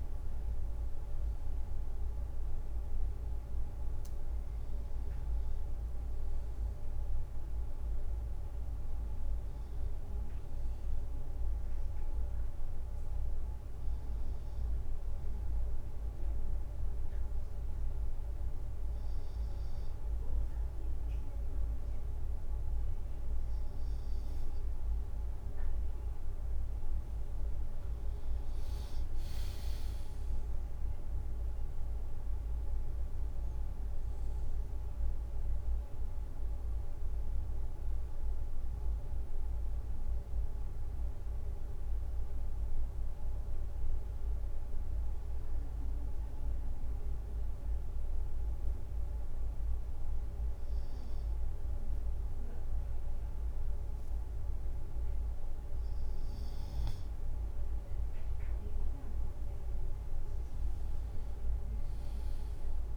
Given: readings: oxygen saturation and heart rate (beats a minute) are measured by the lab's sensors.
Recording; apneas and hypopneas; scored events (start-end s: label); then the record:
breathing in sleep, hard to hear, by a room microphone; 2
8.00-11.00 s: arousal
14.50-26.50 s: hypopnea (oxygen 98% before, 96% lowest, heart rate 57 before, 55 extreme, up 6 after)
26.50-32.00 s: leg movement (device-marked)
29.00-32.50 s: arousal
29.50-44.50 s: drop in pulse transit time (device-marked, heart rate 57 before, 55 extreme)
45.50-56.50 s: hypopnea (oxygen 97% before, 96% lowest, heart rate 57 before, 54 extreme, up 5 after)
58.00-61.50 s: leg movement (device-marked)
60.00-62.97 s: arousal
From the record:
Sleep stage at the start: N2 (light sleep); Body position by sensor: on the right side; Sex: male